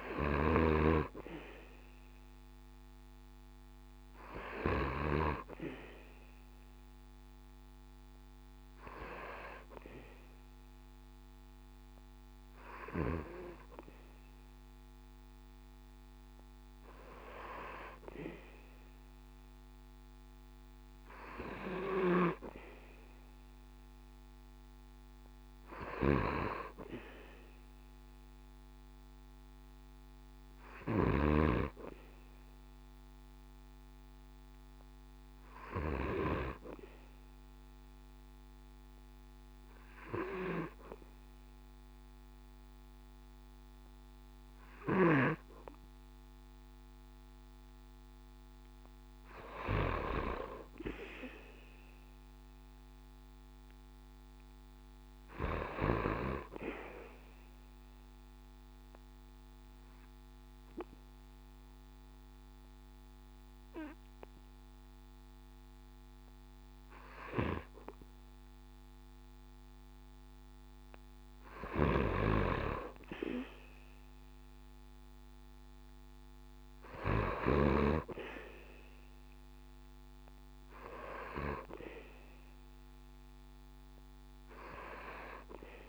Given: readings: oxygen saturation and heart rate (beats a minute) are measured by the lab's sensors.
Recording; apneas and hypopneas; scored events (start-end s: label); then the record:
breathing in sleep by a microphone on the trachea; 2
0.00-5.00 s: snoring (device-marked)
37.00-49.00 s: obstructive apnea (oxygen 96% before, 93% lowest, heart rate 69 before, 65 extreme, up 7 after)
52.00-55.50 s: arousal
58.00-70.00 s: obstructive apnea (oxygen 96% before, 93% lowest, heart rate 68 before, 65 extreme, up 3 after)
75.00-78.50 s: arousal
From the record:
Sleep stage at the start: N2 (light sleep); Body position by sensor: on the back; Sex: male